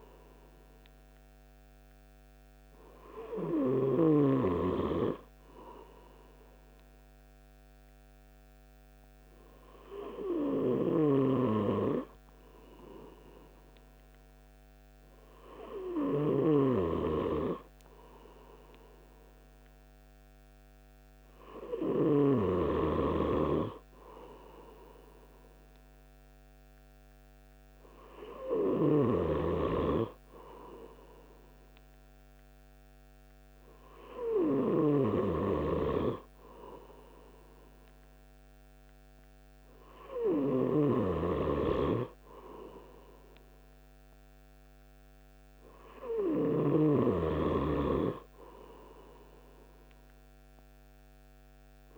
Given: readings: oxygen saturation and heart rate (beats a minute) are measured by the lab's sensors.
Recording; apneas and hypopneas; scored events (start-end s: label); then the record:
breathing in sleep by a microphone on the trachea; none
47.50-51.98 s: snoring (device-marked)
From the record:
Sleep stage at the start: N3 (deep sleep); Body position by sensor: on the right side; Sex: male